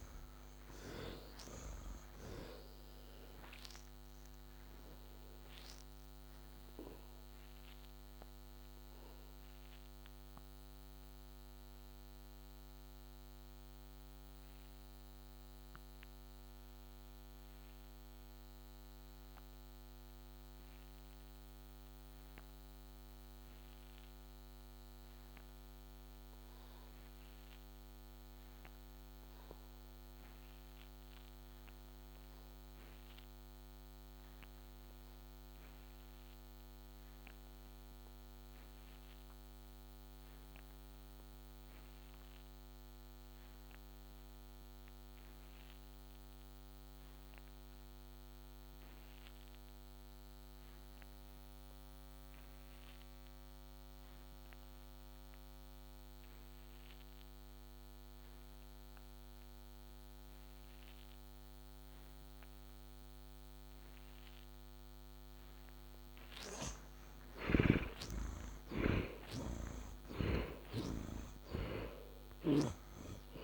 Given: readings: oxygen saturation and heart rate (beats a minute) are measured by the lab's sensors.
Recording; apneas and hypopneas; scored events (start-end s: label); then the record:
breathing in sleep by a microphone on the trachea; 1
0.00-1.50 s: arousal
0.00-1.50 s: snoring (device-marked)
0.00-9.50 s: oxygen desaturation (device-marked, oxygen 62% lowest, heart rate 58 extreme)
4.50-62.50 s: obstructive apnea (oxygen 89% before, 46% lowest, heart rate 74 before, 58 extreme, up 3 after)
11.50-26.50 s: oxygen desaturation (device-marked, oxygen 67% before, 54% lowest, heart rate 78 before, 58 extreme)
38.50-73.44 s: oxygen desaturation (device-marked, oxygen 78% before, 46% lowest, heart rate 63 before, 67 extreme)
67.00-70.50 s: arousal
68.50-72.50 s: snoring (device-marked)
From the record:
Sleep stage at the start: N2 (light sleep); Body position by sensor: on the back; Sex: male